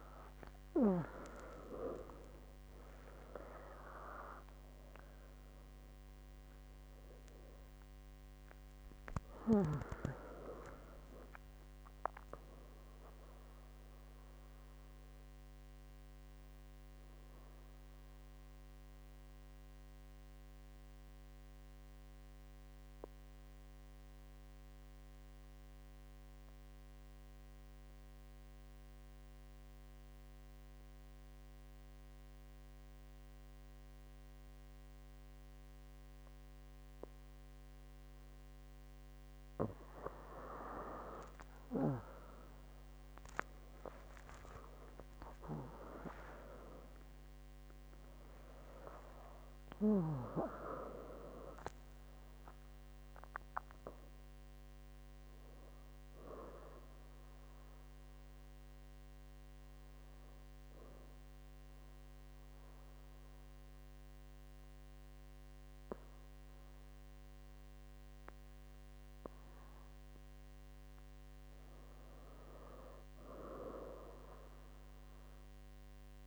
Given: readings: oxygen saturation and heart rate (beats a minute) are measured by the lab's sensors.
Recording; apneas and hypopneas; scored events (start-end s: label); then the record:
breathing in sleep by a microphone on the trachea; 2
0.00-21.50 s: oxygen desaturation (device-marked, oxygen 92% lowest, heart rate 61 extreme)
8.00-12.00 s: arousal
18.50-38.50 s: obstructive apnea (oxygen 98% before, 92% lowest, heart rate 83 before, 61 extreme, up 40 after)
42.00-47.00 s: arousal
60.50-71.00 s: obstructive apnea (oxygen 99% before, 93% lowest, heart rate 84 before, 58 extreme, up 30 after)
72.50-75.50 s: arousal
From the record:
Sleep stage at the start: N2 (light sleep); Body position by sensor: on the back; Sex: female